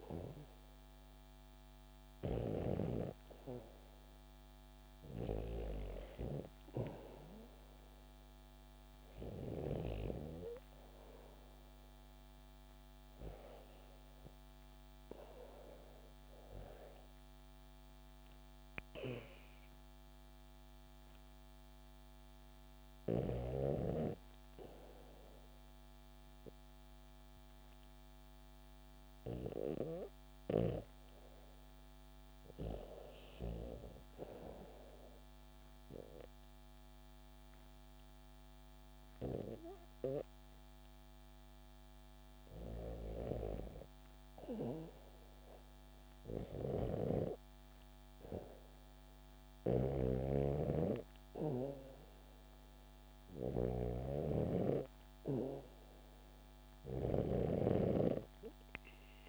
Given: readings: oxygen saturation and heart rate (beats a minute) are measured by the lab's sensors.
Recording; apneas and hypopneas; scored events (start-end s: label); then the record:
breathing in sleep by a microphone on the trachea; 1
0.00-1.00 s: arousal
33.50-43.50 s: hypopnea (oxygen 96% before, 93% lowest, heart rate 66 before, 65 extreme, up 10 after)
45.00-47.50 s: arousal
46.00-56.50 s: snoring (device-marked)
From the record:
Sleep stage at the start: REM sleep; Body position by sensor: on the back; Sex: female